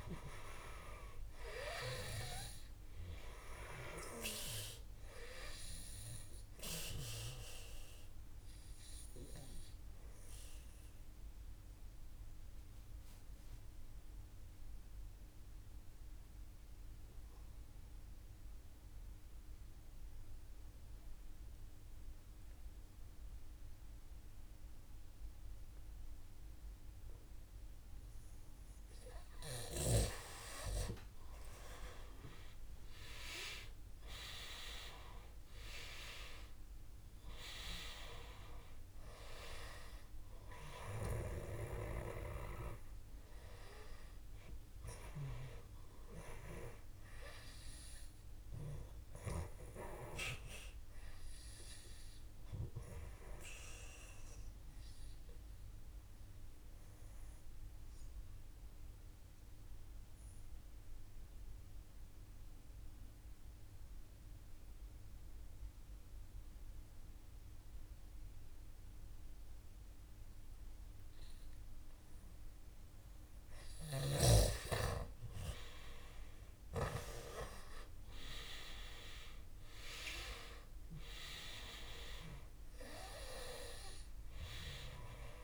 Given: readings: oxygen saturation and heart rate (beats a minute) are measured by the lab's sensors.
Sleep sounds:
breathing in sleep by a room microphone; 2
6.50-28.50 s: obstructive apnea (oxygen 97% before, 90% lowest, heart rate 55 before, 54 extreme, up 6 after)
31.00-35.00 s: arousal
38.00-45.00 s: oxygen desaturation (device-marked, oxygen 97% before, 93% lowest, heart rate 56 before, 55 extreme)
51.00-63.00 s: oxygen desaturation (device-marked, oxygen 94% before, 90% lowest, heart rate 58 before, 54 extreme)
54.00-72.50 s: obstructive apnea (oxygen 97% before, 90% lowest, heart rate 58 before, 54 extreme, up 4 after)
76.00-80.00 s: arousal
82.00-85.44 s: oxygen desaturation (device-marked, oxygen 97% before, 90% lowest, heart rate 56 before, 54 extreme)
From the record:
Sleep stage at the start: N2 (light sleep); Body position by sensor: on the back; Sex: male

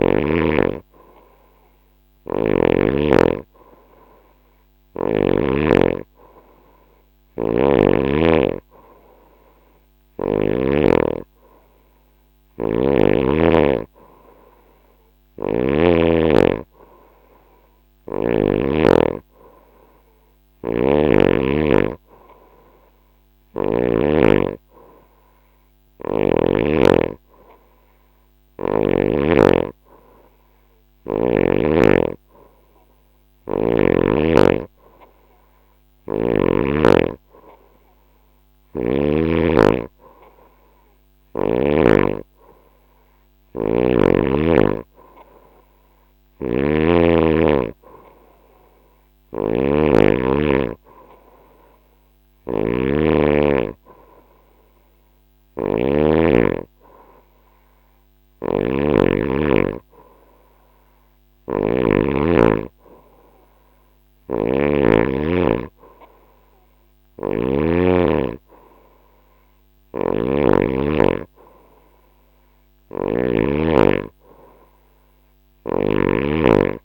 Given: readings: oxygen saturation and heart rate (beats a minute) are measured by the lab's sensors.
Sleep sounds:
breathing in sleep by a microphone on the trachea; none
0.00-2.00 s: snoring (device-marked)
6.50-10.00 s: snoring (device-marked)
19.50-23.00 s: snoring (device-marked)
25.00-28.50 s: snoring (device-marked)
45.50-67.00 s: snoring (device-marked)
69.00-75.50 s: snoring (device-marked)
From the record:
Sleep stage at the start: N2 (light sleep); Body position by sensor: on the right side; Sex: female

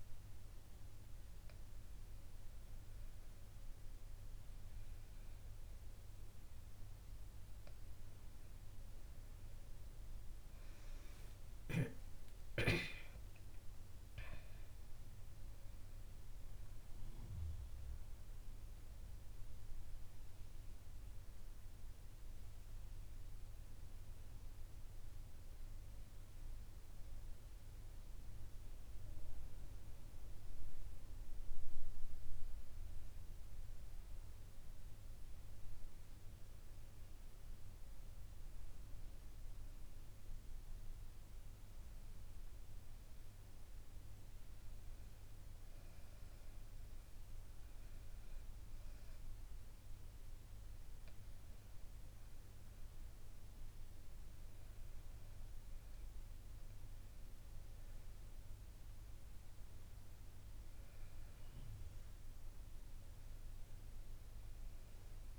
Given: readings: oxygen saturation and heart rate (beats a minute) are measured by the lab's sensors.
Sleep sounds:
breathing in sleep, hard to hear, by a room microphone; none
9.50-14.00 s: arousal
18.50-65.39 s: new sleep stage, N2 (light sleep)
From the record:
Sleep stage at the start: N1 (lightest sleep); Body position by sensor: on the back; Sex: female

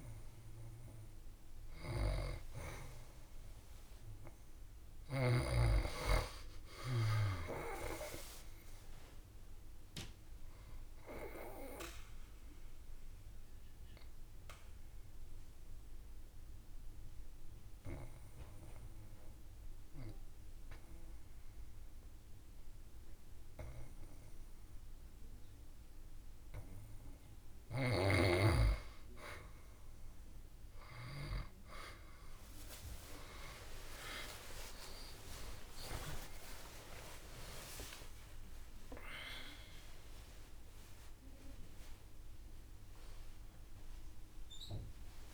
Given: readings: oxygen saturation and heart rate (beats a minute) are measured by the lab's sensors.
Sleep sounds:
breathing in sleep by a room microphone; 1
4.50-8.00 s: arousal
11.00-28.00 s: obstructive apnea (oxygen 92% before, 86% lowest, heart rate 72 before, 65 extreme, up 49 after)
34.50-36.50 s: long interval between heartbeats (device-marked, heart rate 70 before, 107 extreme)
35.00-41.00 s: arousal
36.50-38.50 s: long interval between heartbeats (device-marked, heart rate 74 before, 118 extreme)
40.50-42.50 s: long interval between heartbeats (device-marked, heart rate 86 before, 139 extreme)
40.50-45.34 s: oxygen desaturation (device-marked, oxygen 95% before, 87% lowest, heart rate 86 before, 67 extreme)
42.50-44.50 s: long interval between heartbeats (device-marked, heart rate 93 before, 157 extreme)
From the record:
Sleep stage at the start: N2 (light sleep); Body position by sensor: on the back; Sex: female

